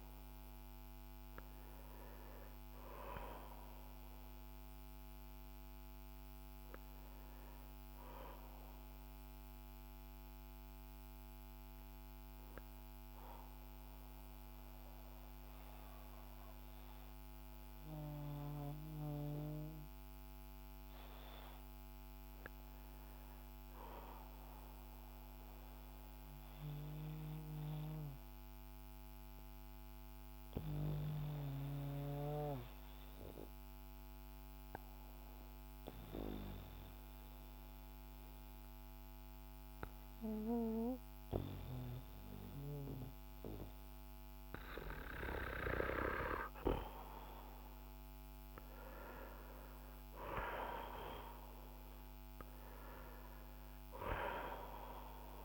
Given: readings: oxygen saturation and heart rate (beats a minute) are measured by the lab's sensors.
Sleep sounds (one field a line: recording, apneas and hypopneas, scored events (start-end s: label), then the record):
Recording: breathing in sleep by a microphone on the trachea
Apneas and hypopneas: 1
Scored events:
0.00-24.00 s: oxygen desaturation (device-marked, oxygen 89% lowest, heart rate 49 extreme)
25.50-45.50 s: obstructive apnea (oxygen 95% before, 89% lowest, heart rate 54 before, 53 extreme, up 8 after)
48.00-52.50 s: arousal
48.00-55.45 s: oxygen desaturation (device-marked, oxygen 96% before, 89% lowest, heart rate 58 before, 49 extreme)
From the record:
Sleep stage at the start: N2 (light sleep)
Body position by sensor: on the back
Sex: male